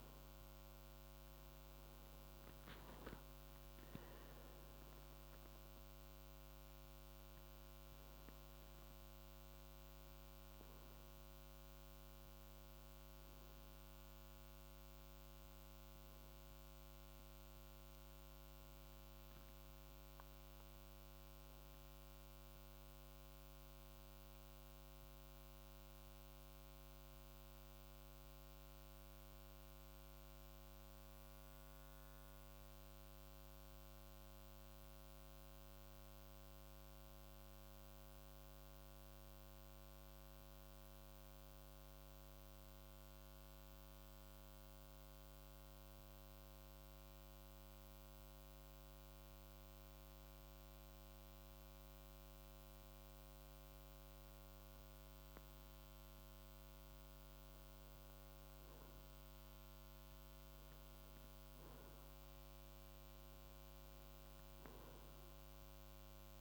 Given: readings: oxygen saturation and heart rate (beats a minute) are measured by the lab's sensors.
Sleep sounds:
breathing in sleep, hard to hear, by a microphone on the trachea; 1
0.00-39.00 s: oxygen desaturation (device-marked, oxygen 90% lowest, heart rate 54 extreme)
21.50-26.00 s: arousal
30.50-50.00 s: central apnea (oxygen 92% before, 90% lowest, heart rate 56 before, 54 extreme, up 3 after)
52.00-56.50 s: arousal
61.00-66.41 s: oxygen desaturation (device-marked, oxygen 96% before, 90% lowest, heart rate 55 before, 50 extreme)
From the record:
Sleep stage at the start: N2 (light sleep); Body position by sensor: on the right side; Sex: male

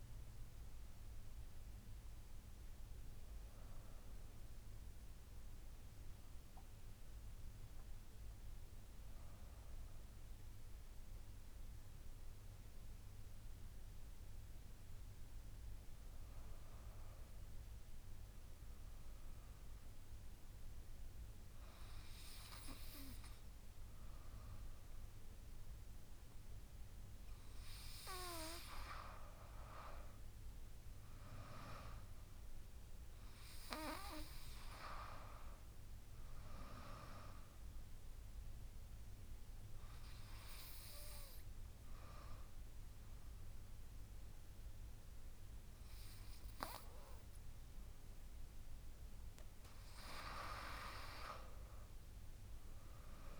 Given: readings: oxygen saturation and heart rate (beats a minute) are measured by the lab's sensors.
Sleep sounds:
breathing in sleep by a room microphone; 1
36.50-48.50 s: obstructive apnea (oxygen 97% before, 91% lowest, heart rate 81 before, 72 extreme, up 9 after)
51.50-53.40 s: arousal
From the record:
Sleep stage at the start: N2 (light sleep); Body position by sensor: on the back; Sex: female

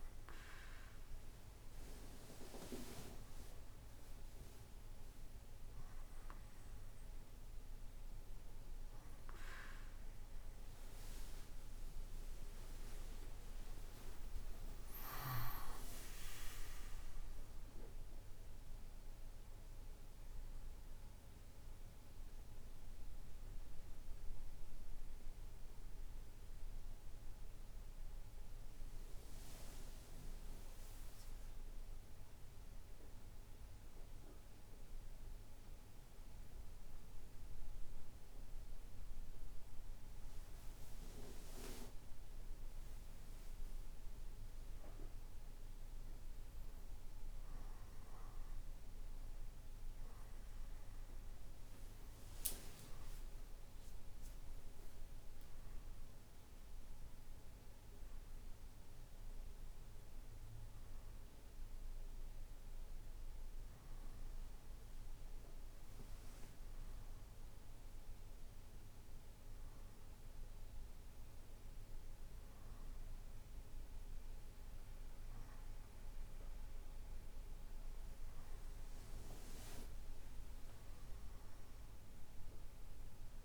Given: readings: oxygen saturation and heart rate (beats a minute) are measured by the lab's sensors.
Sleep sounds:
breathing in sleep by a room microphone; none
13.00-19.00 s: arousal
From the record:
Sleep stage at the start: N2 (light sleep); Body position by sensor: on the right side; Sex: male

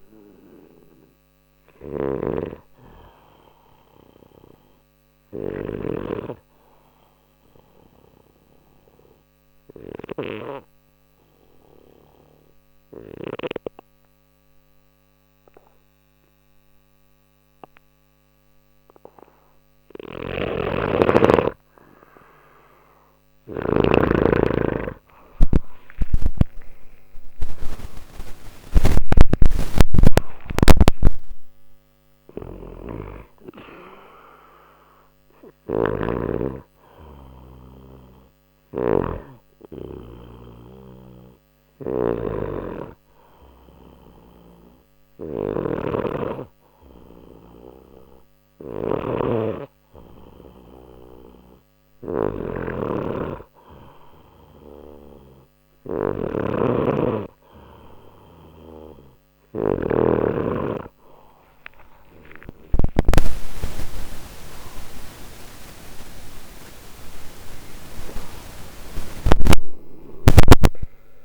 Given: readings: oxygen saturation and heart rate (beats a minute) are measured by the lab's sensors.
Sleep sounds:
breathing in sleep by a microphone on the trachea; 2
1.50-5.50 s: snoring (device-marked)
6.50-23.50 s: obstructive apnea (oxygen 95% before, 93% lowest, heart rate 62 before, 59 extreme, up 19 after)
19.50-23.50 s: snoring (device-marked)
25.50-30.00 s: arousal
35.00-62.50 s: snoring (device-marked)
39.50-52.50 s: hypopnea (oxygen 97% before, 93% lowest, heart rate 67 before, 59 extreme, up 2 after)
61.50-67.00 s: arousal
From the record:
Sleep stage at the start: N2 (light sleep); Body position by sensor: on the left side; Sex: male

